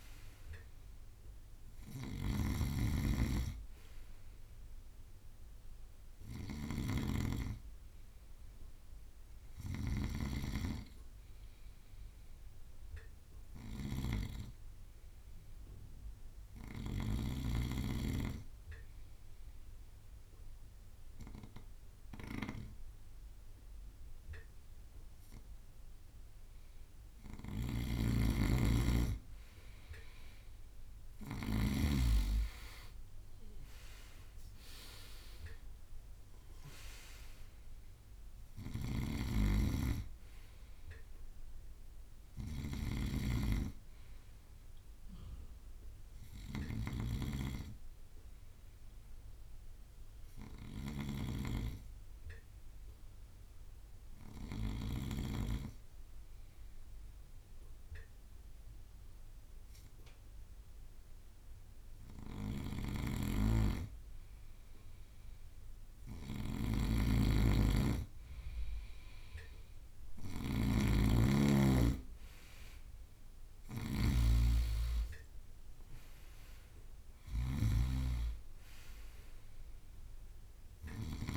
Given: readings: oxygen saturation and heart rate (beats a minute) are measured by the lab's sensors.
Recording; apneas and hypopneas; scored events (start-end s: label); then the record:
breathing in sleep by a room microphone; 2
0.00-10.00 s: snoring (device-marked)
0.00-16.00 s: bradycardia (device-marked, heart rate 57 before, 52 extreme)
16.50-28.00 s: obstructive apnea (oxygen 98% before, 94% lowest, heart rate 57 before, 49 extreme, up 6 after)
21.00-30.00 s: bradycardia (device-marked, heart rate 57 before, 57 extreme)
27.50-32.00 s: snoring (device-marked)
32.50-37.00 s: arousal
36.00-73.00 s: bradycardia (device-marked, heart rate 57 before, 49 extreme)
38.50-55.00 s: snoring (device-marked)
49.00-64.00 s: obstructive apnea (oxygen 98% before, 94% lowest, heart rate 57 before, 51 extreme, up 3 after)
62.50-81.37 s: snoring (device-marked)
66.00-70.50 s: arousal
72.00-81.37 s: oxygen desaturation (device-marked, oxygen 98% before, 94% lowest, heart rate 55 before, 50 extreme)
80.00-81.37 s: bradycardia (device-marked, heart rate 57 before, 50 extreme)
From the record:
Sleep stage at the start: N2 (light sleep); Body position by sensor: on the right side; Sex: male